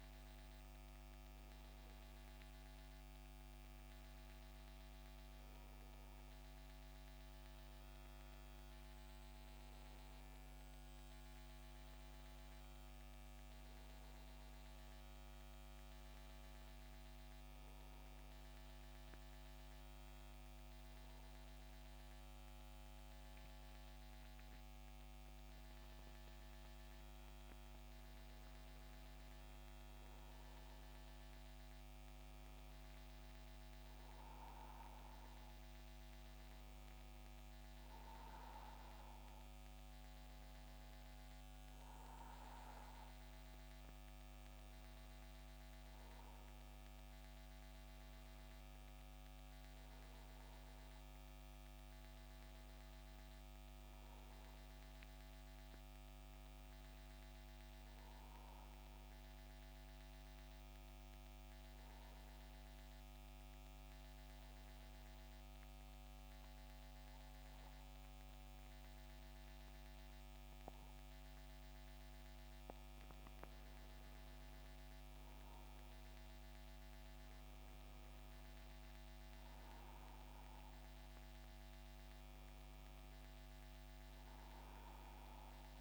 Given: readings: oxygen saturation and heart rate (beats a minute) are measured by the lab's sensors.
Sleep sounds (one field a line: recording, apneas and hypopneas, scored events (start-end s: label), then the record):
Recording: breathing in sleep, hard to hear, by a microphone on the trachea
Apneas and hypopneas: 2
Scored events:
3.50-85.81 s: new sleep stage, N2 (light sleep)
12.00-16.50 s: arousal
19.00-30.00 s: hypopnea (oxygen 95% before, 91% lowest, heart rate 81 before, 74 extreme, up 8 after)
31.50-35.50 s: arousal
64.00-74.00 s: obstructive apnea (oxygen 93% before, 90% lowest, heart rate 81 before, 73 extreme, up 10 after)
76.00-79.50 s: arousal
83.50-85.81 s: oxygen desaturation (device-marked, oxygen 93% before, 90% lowest, heart rate 77 before, 73 extreme)
From the record:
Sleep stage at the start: N1 (lightest sleep)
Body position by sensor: on the back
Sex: male